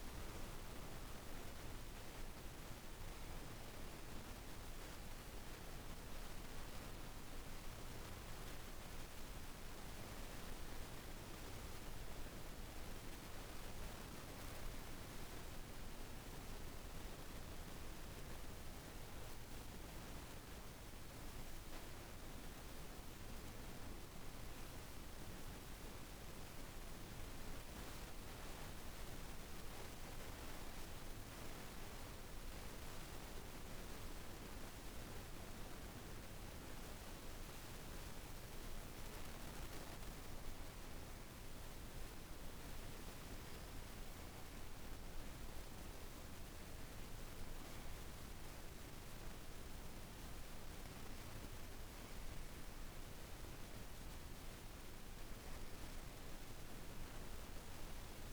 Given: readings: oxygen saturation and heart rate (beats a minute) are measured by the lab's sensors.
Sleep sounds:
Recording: breathing in sleep, hard to hear, by a room microphone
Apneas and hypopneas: 1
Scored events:
4.50-9.50 s: arousal
18.00-29.00 s: obstructive apnea (oxygen 96% before, 91% lowest)
32.00-36.00 s: arousal
35.50-48.50 s: oxygen desaturation (device-marked, oxygen 97% before, 91% lowest)
From the record:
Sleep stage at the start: N2 (light sleep)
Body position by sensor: on the right side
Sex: female

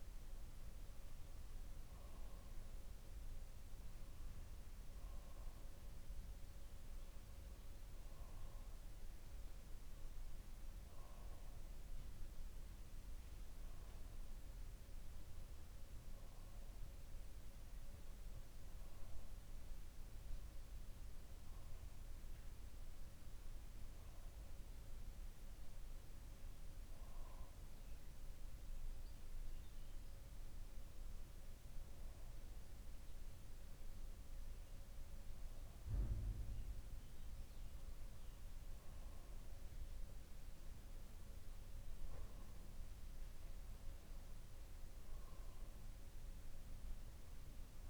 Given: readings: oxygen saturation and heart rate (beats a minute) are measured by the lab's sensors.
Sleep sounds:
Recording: breathing in sleep, hard to hear, by a room microphone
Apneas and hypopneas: 1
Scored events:
27.00-38.50 s: obstructive apnea (oxygen 94% before, 92% lowest, heart rate 63 before, 59 extreme, up 2 after)
42.00-46.50 s: arousal
From the record:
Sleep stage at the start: REM sleep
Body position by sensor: on the back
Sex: male

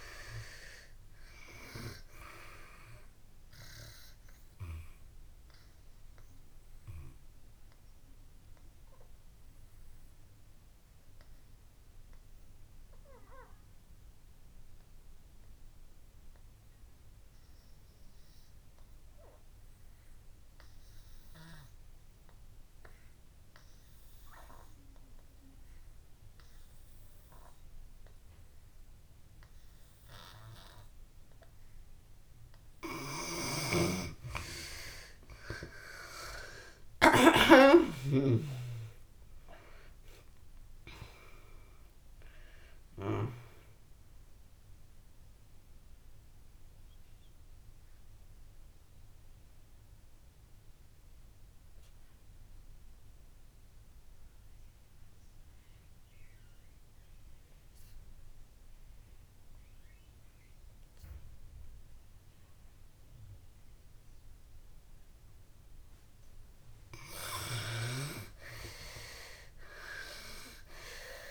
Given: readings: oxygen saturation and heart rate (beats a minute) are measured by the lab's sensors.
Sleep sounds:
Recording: breathing in sleep by a room microphone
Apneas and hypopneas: 2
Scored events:
0.00-2.50 s: arousal
5.00-31.50 s: obstructive apnea (oxygen 95% before, 70% lowest)
7.50-20.50 s: oxygen desaturation (device-marked, oxygen 95% before, 82% lowest)
22.50-64.50 s: oxygen desaturation (device-marked, oxygen 96% before, 70% lowest)
35.50-40.00 s: arousal
45.50-67.00 s: mixed apnea (oxygen 96% before, 70% lowest)
66.50-71.31 s: oxygen desaturation (device-marked, oxygen 96% before, 73% lowest)
69.00-71.31 s: arousal
From the record:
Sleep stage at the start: N2 (light sleep)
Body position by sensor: on the back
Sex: female

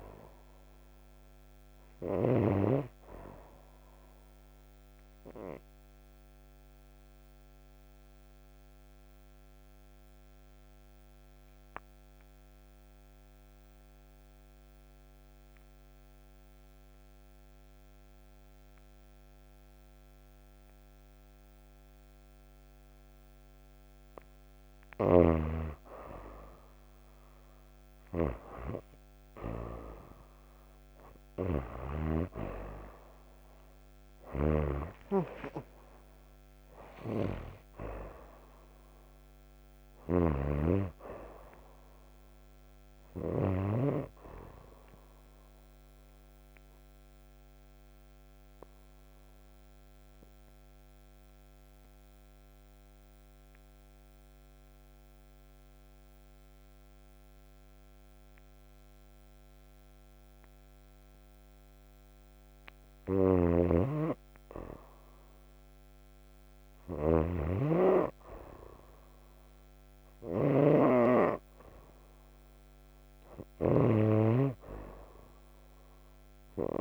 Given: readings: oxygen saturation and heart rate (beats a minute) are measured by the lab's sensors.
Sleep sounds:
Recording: breathing in sleep by a microphone on the trachea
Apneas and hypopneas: 2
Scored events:
0.00-0.50 s: arousal
4.00-23.50 s: obstructive apnea (oxygen 95% before, 87% lowest, heart rate 64 before, 59 extreme, up 8 after)
25.50-29.00 s: arousal
34.00-43.50 s: snoring (device-marked)
34.00-64.00 s: oxygen desaturation (device-marked, oxygen 95% before, 87% lowest, heart rate 63 before, 55 extreme)
34.50-39.00 s: arousal
45.50-62.00 s: obstructive apnea (oxygen 95% before, 87% lowest, heart rate 71 before, 55 extreme, up 9 after)
63.00-76.81 s: snoring (device-marked)
66.00-70.50 s: arousal
From the record:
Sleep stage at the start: N2 (light sleep)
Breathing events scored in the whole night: 366 in 5.5 hours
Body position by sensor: on the right side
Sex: female

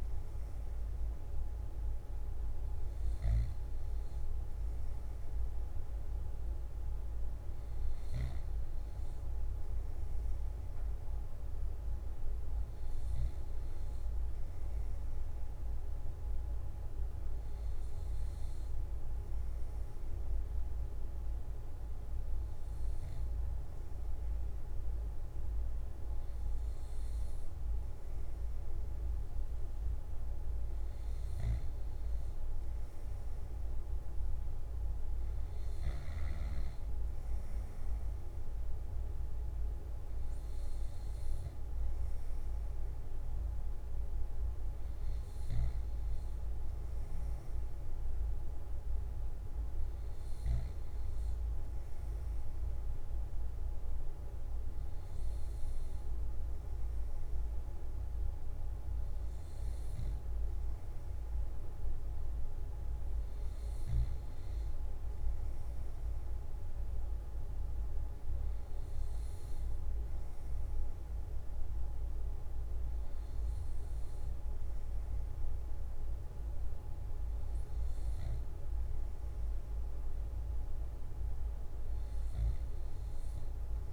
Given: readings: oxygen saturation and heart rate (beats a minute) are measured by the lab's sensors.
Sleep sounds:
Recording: breathing in sleep, hard to hear, by a room microphone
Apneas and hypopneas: none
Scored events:
none scored
From the record:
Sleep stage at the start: N1 (lightest sleep)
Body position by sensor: on the left side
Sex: male

